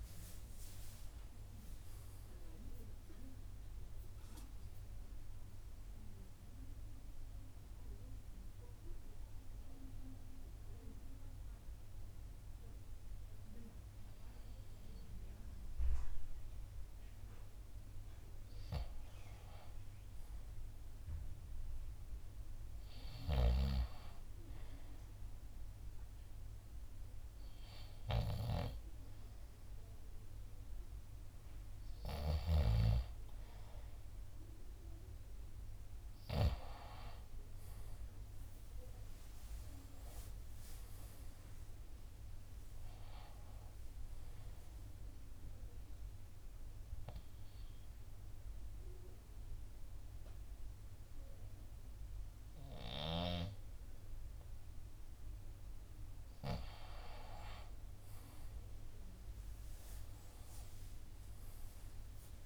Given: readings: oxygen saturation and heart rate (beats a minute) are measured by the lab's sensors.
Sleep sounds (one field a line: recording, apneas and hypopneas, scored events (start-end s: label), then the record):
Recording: breathing in sleep by a room microphone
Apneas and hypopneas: 2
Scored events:
2.50-20.50 s: oxygen desaturation (device-marked, oxygen 95% before, 88% lowest)
21.50-35.00 s: hypopnea (oxygen 95% before, 88% lowest)
32.50-39.50 s: oxygen desaturation (device-marked, oxygen 96% before, 90% lowest)
37.00-41.50 s: arousal
45.00-56.00 s: obstructive apnea (oxygen 97% before, 88% lowest)
46.50-62.46 s: oxygen desaturation (device-marked, oxygen 91% before, 88% lowest)
58.00-61.50 s: arousal
From the record:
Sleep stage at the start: N2 (light sleep)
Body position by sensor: on the left side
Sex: male